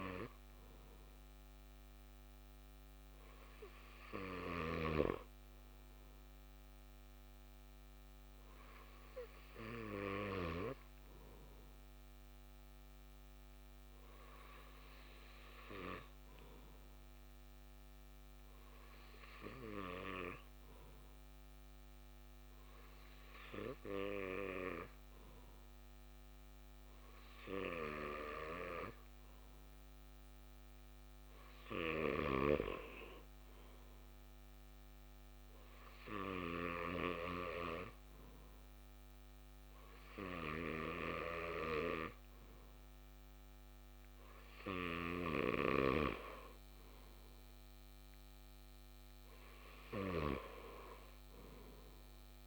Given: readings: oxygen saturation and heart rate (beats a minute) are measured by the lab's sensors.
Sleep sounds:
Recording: breathing in sleep by a microphone on the trachea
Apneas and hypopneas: none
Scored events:
none scored
From the record:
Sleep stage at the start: REM sleep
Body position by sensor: on the back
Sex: male

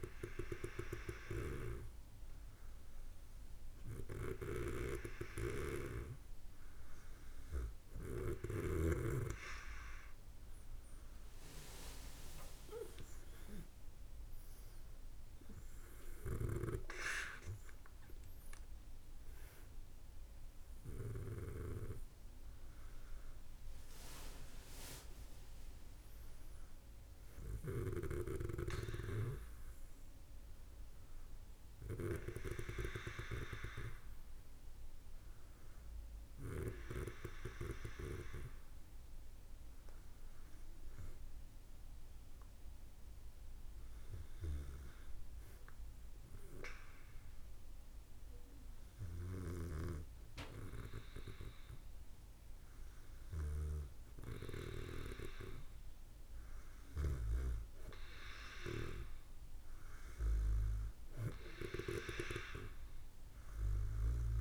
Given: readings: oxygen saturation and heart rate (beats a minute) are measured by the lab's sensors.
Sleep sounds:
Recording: breathing in sleep by a room microphone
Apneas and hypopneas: 1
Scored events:
46.50-57.00 s: obstructive apnea (oxygen 97% before, 93% lowest, heart rate 59 before, 57 extreme, up 2 after)
58.50-62.00 s: arousal
58.50-64.41 s: oxygen desaturation (device-marked, oxygen 97% before, 93% lowest, heart rate 59 before, 57 extreme)
From the record:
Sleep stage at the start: N2 (light sleep)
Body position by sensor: on the back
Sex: female

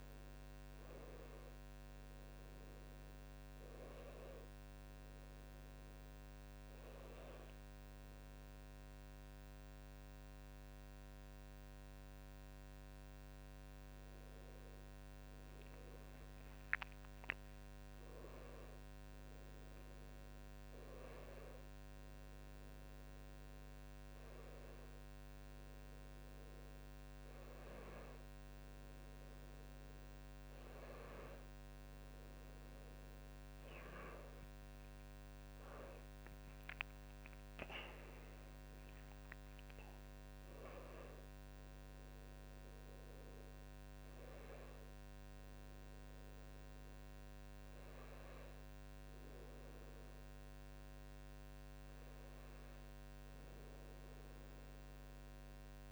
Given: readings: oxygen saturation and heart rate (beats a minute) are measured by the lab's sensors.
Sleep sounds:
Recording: breathing in sleep, hard to hear, by a microphone on the trachea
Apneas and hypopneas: none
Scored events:
none scored
From the record:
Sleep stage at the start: N1 (lightest sleep)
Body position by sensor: on the back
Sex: male

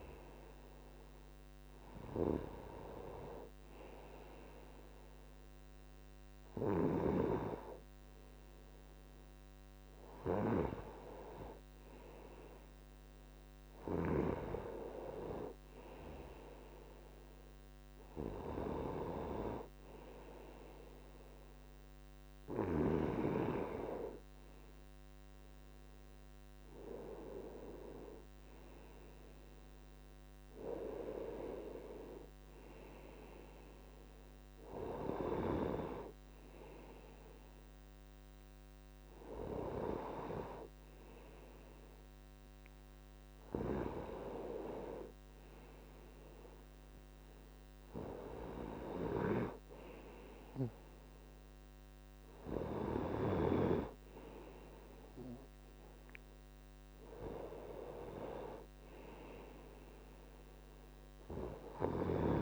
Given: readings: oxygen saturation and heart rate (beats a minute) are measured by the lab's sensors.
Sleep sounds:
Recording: breathing in sleep by a microphone on the trachea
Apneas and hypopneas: none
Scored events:
52.00-56.00 s: arousal
From the record:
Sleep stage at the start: N2 (light sleep)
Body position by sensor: on the right side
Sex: male

